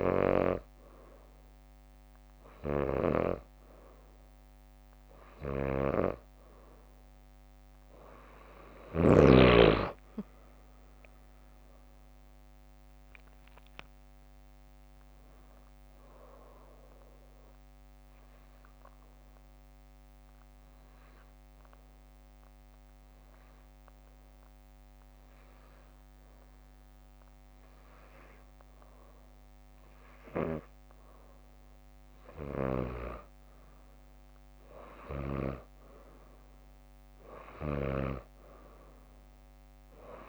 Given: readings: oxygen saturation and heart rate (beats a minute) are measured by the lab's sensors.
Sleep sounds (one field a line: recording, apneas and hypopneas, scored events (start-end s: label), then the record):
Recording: breathing in sleep by a microphone on the trachea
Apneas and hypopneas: 1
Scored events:
8.50-14.00 s: leg movement (device-marked)
10.50-14.50 s: arousal
12.50-25.50 s: drop in pulse transit time (device-marked, heart rate 64 before, 62 extreme)
18.00-30.50 s: obstructive apnea (oxygen 90% before, 89% lowest, heart rate 65 before, 57 extreme, up 10 after)
33.50-37.50 s: arousal
From the record:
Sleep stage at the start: N2 (light sleep)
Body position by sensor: on the back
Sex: female